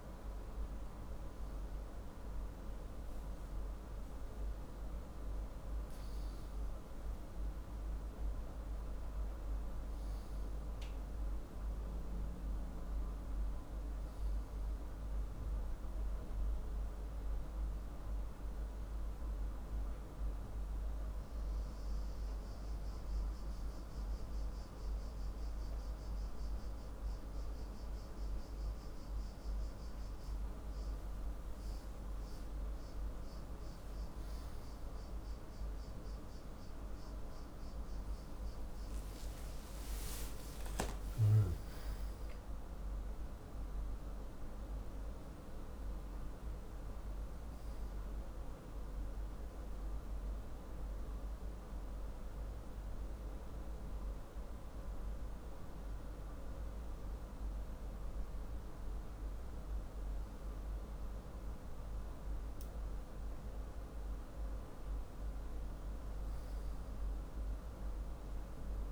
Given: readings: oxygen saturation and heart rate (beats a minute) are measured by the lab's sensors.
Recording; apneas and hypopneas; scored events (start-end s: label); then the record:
breathing in sleep, hard to hear, by a room microphone; none
39.50-43.00 s: arousal
From the record:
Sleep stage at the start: N2 (light sleep); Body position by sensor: on the left side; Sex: male